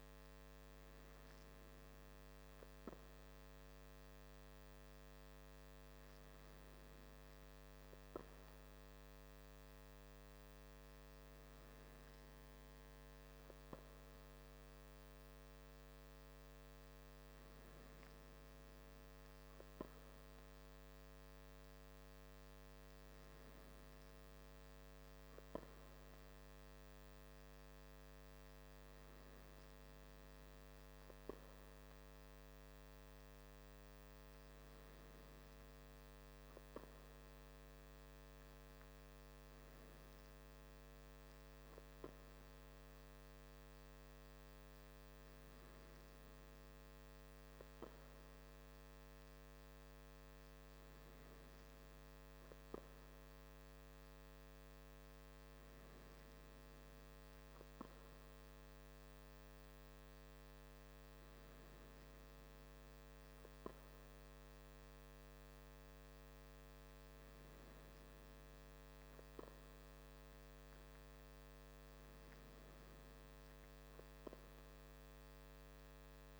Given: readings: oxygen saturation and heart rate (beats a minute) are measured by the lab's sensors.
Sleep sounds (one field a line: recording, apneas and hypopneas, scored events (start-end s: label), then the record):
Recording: breathing in sleep, hard to hear, by a microphone on the trachea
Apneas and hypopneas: none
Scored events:
none scored
From the record:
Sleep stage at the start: N2 (light sleep)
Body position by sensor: on the back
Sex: male